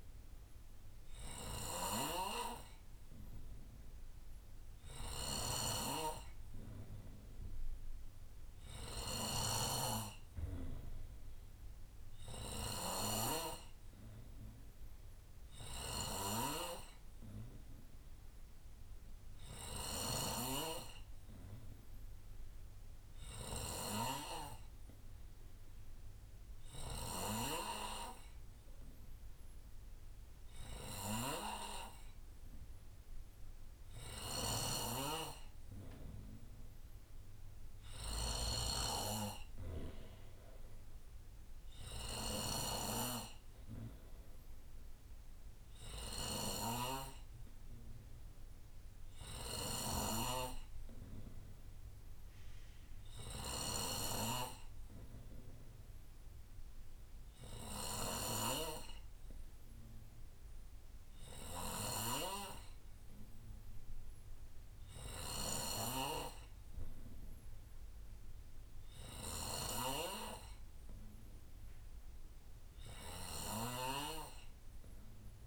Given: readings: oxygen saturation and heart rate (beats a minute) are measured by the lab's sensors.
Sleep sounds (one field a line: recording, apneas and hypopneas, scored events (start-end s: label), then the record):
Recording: breathing in sleep by a room microphone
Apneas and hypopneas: none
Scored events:
0.00-27.50 s: snoring (device-marked)
34.50-75.47 s: snoring (device-marked)
From the record:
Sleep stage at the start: N3 (deep sleep)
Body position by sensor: on the right side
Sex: male